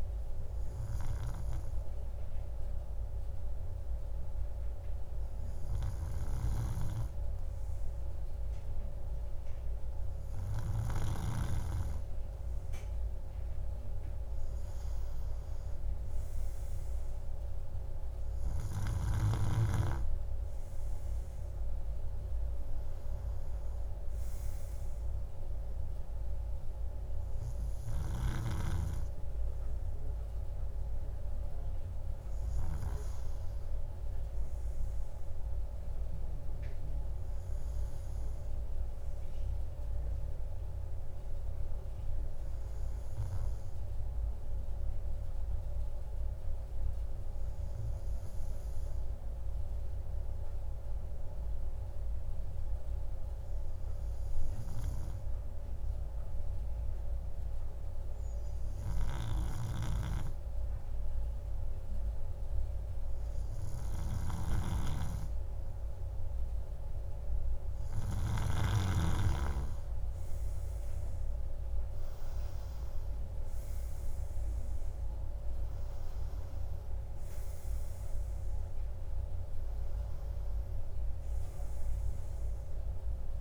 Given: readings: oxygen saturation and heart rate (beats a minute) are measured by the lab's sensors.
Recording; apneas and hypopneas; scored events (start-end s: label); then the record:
breathing in sleep by a room microphone; 1
45.50-65.50 s: hypopnea (oxygen 98% before, 95% lowest, heart rate 54 before, 51 extreme, up 6 after)
73.50-78.00 s: arousal
From the record:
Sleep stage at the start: N2 (light sleep); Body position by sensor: on the right side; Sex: male